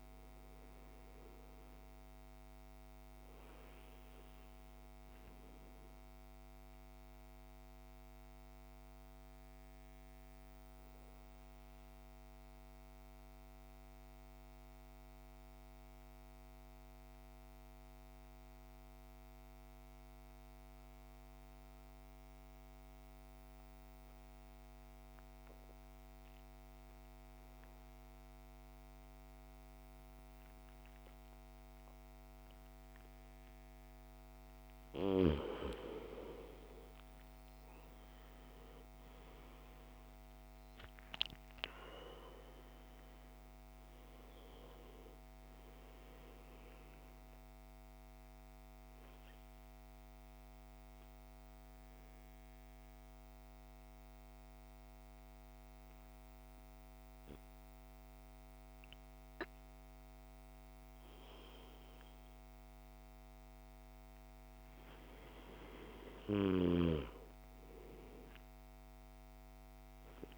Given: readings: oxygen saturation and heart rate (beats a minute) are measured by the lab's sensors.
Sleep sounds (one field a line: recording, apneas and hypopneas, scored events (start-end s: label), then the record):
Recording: breathing in sleep by a microphone on the trachea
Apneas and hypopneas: 2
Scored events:
0.00-11.00 s: oxygen desaturation (device-marked, oxygen 88% lowest, heart rate 51 extreme)
5.50-33.50 s: obstructive apnea (oxygen 98% before, 82% lowest, heart rate 61 before, 51 extreme, up 15 after)
13.00-21.00 s: oxygen desaturation (device-marked, oxygen 96% before, 87% lowest, heart rate 59 before, 53 extreme)
33.00-65.00 s: oxygen desaturation (device-marked, oxygen 99% before, 82% lowest, heart rate 54 before, 52 extreme)
36.50-41.00 s: arousal
49.50-64.00 s: obstructive apnea (oxygen 99% before, 82% lowest, heart rate 61 before, 52 extreme, up 5 after)
66.00-69.50 s: arousal
From the record:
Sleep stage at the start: N2 (light sleep)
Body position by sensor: on the back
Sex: male